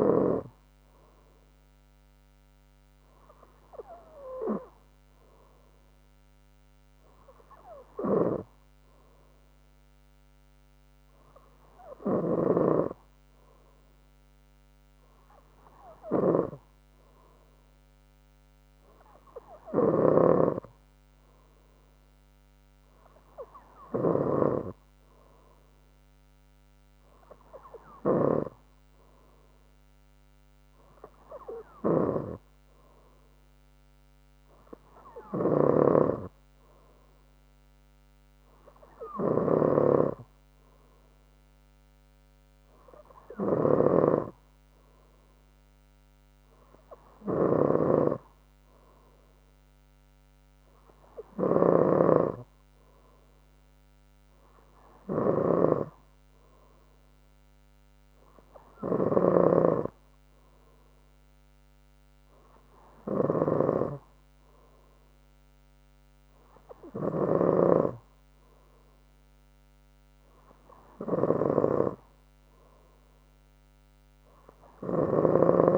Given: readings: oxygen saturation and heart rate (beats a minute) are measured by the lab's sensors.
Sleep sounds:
breathing in sleep by a microphone on the trachea; none
none scored
From the record:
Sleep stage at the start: N3 (deep sleep); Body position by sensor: on the front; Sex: female

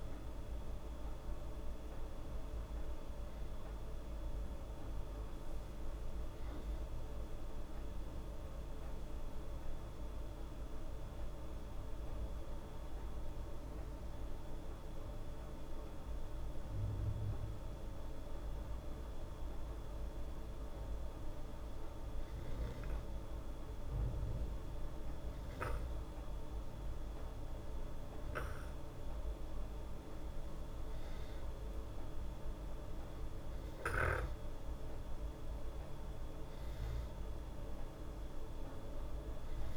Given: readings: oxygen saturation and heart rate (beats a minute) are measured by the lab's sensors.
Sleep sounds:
breathing in sleep, hard to hear, by a room microphone; none
29.50-35.00 s: arousal
From the record:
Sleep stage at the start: N2 (light sleep); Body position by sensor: on the back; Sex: female

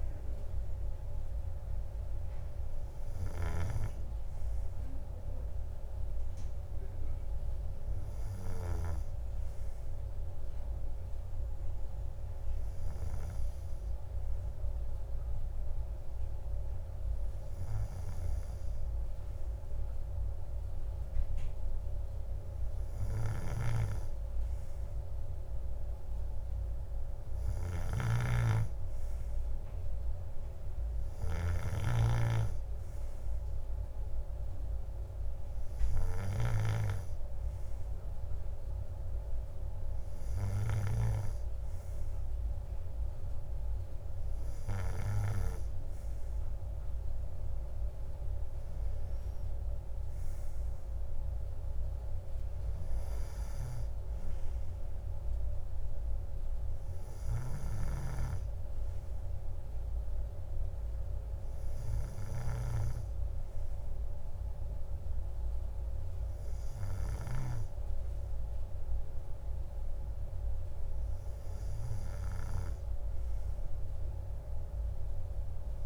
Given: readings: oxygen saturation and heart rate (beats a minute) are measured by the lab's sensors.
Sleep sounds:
breathing in sleep by a room microphone; none
none scored
From the record:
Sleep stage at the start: N2 (light sleep); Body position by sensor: on the right side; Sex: male

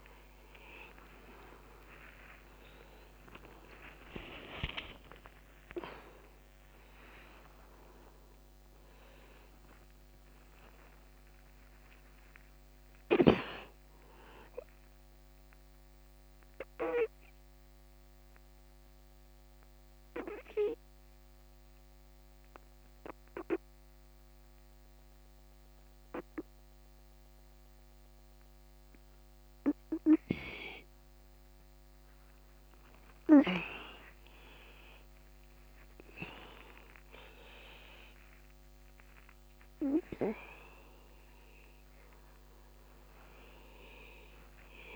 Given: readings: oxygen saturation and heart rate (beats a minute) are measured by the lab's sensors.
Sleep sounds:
a person partly awake in a sleep study, by a microphone on the trachea; 1
16.00-44.96 s: new sleep stage, N2 (light sleep)
17.00-34.50 s: obstructive apnea (oxygen 95% before, 93% lowest, heart rate 83 before, 44 extreme, up 26 after)
From the record:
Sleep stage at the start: awake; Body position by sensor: on the front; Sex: male

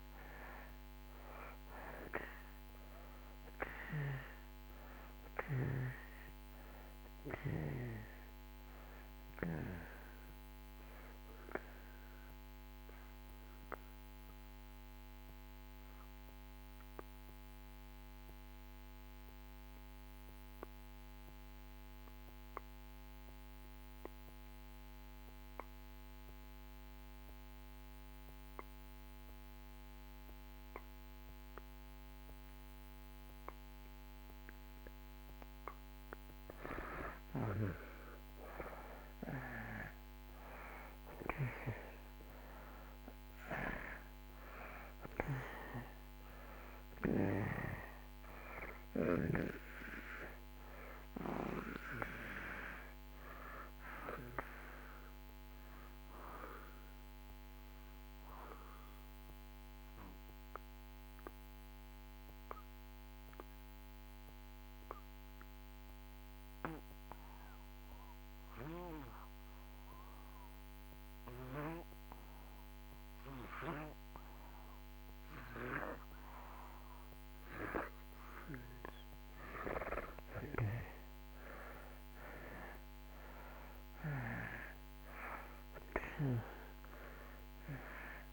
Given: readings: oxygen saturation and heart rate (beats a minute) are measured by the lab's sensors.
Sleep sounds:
breathing in sleep by a microphone on the trachea; 2
0.00-1.50 s: arousal
0.00-30.50 s: oxygen desaturation (device-marked, oxygen 77% lowest)
10.50-35.50 s: obstructive apnea (oxygen 95% before, 77% lowest)
38.50-43.00 s: arousal
40.50-73.50 s: oxygen desaturation (device-marked, oxygen 97% before, 77% lowest)
53.50-77.50 s: obstructive apnea (oxygen 97% before, 77% lowest)
80.00-83.50 s: arousal
82.50-88.33 s: oxygen desaturation (device-marked, oxygen 96% before, 79% lowest)
From the record:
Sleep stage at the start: N2 (light sleep); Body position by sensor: on the back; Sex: male

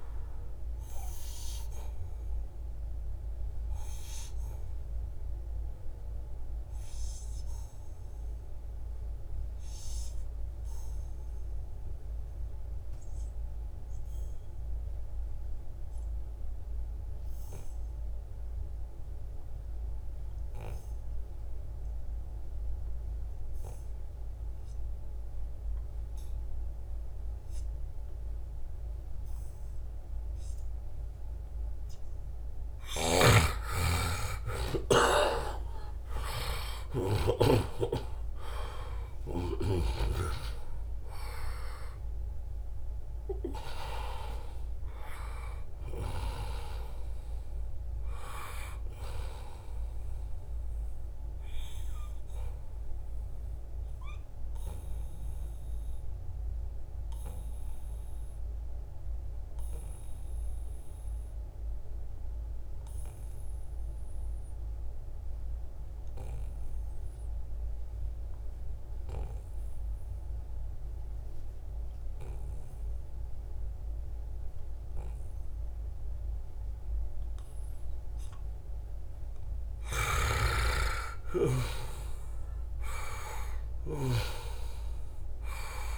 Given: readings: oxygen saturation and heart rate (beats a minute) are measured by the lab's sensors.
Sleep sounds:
breathing in sleep by a room microphone; 2
0.00-14.50 s: oxygen desaturation (device-marked, oxygen 90% lowest, heart rate 69 extreme)
1.50-31.50 s: obstructive apnea (oxygen 98% before, 88% lowest, heart rate 75 before, 69 extreme, up 1 after)
30.50-58.50 s: oxygen desaturation (device-marked, oxygen 97% before, 88% lowest, heart rate 73 before, 68 extreme)
33.00-37.50 s: arousal
33.00-37.50 s: snoring (device-marked)
44.50-46.50 s: long interval between heartbeats (device-marked, heart rate 73 before, 95 extreme)
51.00-78.00 s: obstructive apnea (oxygen 97% before, 88% lowest, heart rate 80 before, 68 extreme, up 4 after)
77.50-85.98 s: oxygen desaturation (device-marked, oxygen 97% before, 89% lowest, heart rate 73 before, 69 extreme)
79.50-83.00 s: arousal
From the record:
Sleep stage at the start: N2 (light sleep); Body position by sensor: on the back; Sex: male

